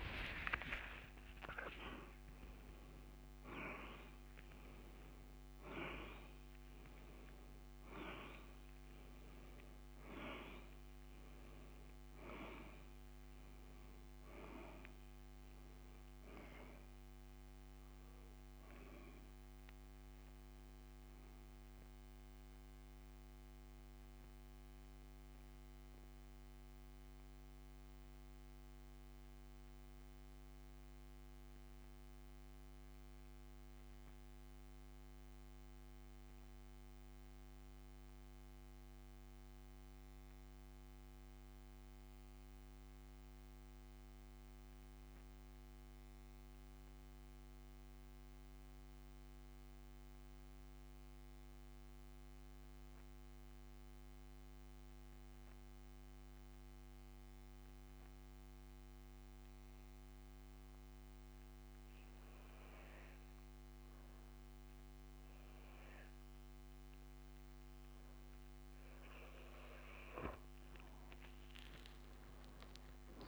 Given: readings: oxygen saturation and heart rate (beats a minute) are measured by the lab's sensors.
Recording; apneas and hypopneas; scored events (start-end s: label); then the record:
breathing in sleep by a microphone on the trachea; 1
24.00-68.50 s: mixed apnea (oxygen 98% before, 85% lowest, heart rate 84 before, 62 extreme, up 43 after)
48.50-58.50 s: oxygen desaturation (device-marked, oxygen 95% before, 87% lowest, heart rate 72 before, 64 extreme)
From the record:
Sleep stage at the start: N2 (light sleep); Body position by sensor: on the back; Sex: male